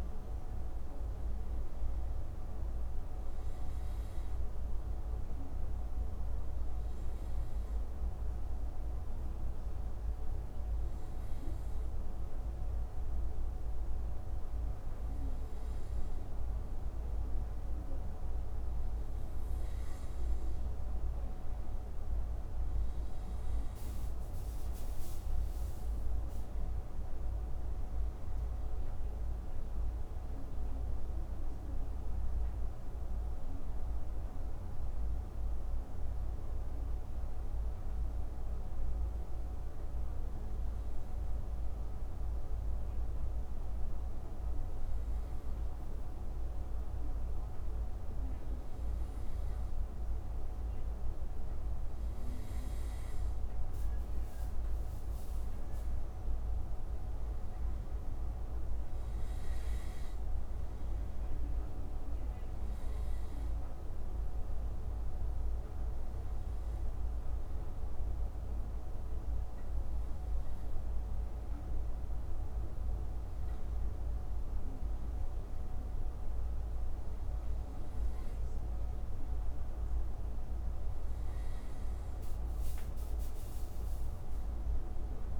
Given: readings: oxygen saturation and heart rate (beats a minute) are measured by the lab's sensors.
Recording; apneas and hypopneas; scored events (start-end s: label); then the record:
breathing in sleep, hard to hear, by a room microphone; 2
5.00-19.00 s: obstructive apnea (oxygen 94% before, 91% lowest)
24.50-29.50 s: arousal
38.50-53.00 s: obstructive apnea (oxygen 94% before, 91% lowest)
54.50-57.50 s: arousal
59.00-75.00 s: oxygen desaturation (device-marked, oxygen 95% before, 91% lowest)
82.50-85.40 s: arousal
From the record:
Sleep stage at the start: N2 (light sleep); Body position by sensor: on the right side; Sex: male